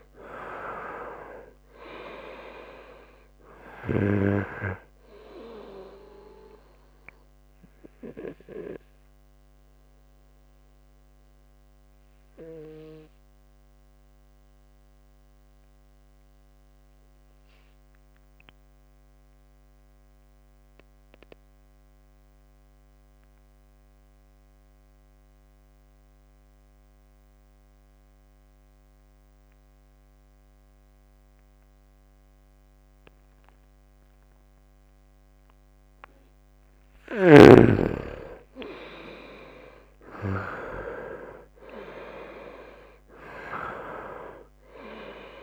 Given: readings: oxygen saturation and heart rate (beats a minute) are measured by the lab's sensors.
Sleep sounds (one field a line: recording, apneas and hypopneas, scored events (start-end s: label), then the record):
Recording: breathing in sleep by a microphone on the trachea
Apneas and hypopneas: 1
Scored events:
0.00-23.50 s: oxygen desaturation (device-marked, oxygen 85% lowest, heart rate 67 extreme)
11.50-35.50 s: obstructive apnea (oxygen 98% before, 84% lowest, heart rate 76 before, 67 extreme, up 10 after)
36.50-45.43 s: oxygen desaturation (device-marked, oxygen 98% before, 84% lowest, heart rate 75 before, 71 extreme)
37.50-41.50 s: arousal
From the record:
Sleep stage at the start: N2 (light sleep)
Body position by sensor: on the right side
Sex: male